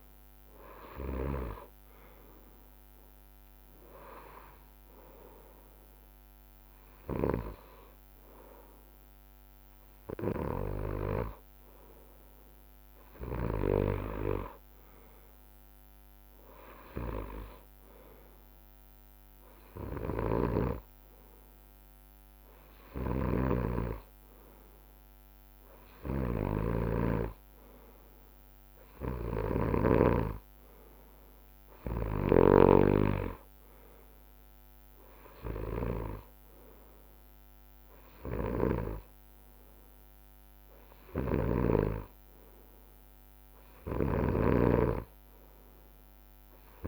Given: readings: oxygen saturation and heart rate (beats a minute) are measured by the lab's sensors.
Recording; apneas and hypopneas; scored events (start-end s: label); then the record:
breathing in sleep by a microphone on the trachea; none
12.50-18.50 s: drop in pulse transit time (device-marked, heart rate 66 before, 64 extreme)
From the record:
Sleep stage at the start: N2 (light sleep); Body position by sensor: on the right side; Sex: male